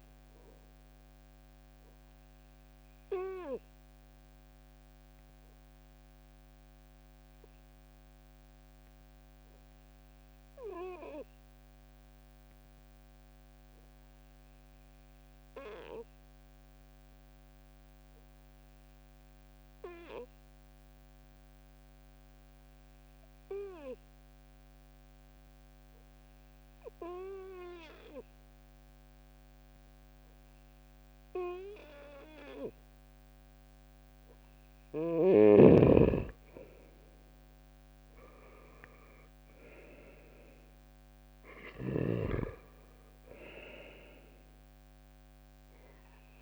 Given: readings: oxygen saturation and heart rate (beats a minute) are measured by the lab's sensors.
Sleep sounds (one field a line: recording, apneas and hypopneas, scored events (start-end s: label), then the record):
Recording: breathing in sleep by a microphone on the trachea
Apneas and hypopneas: 1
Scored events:
2.50-33.50 s: obstructive apnea (oxygen 99% before, 93% lowest, heart rate 67 before, 64 extreme, up 4 after)
36.50-40.50 s: arousal
From the record:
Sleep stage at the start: N2 (light sleep)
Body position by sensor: on the right side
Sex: male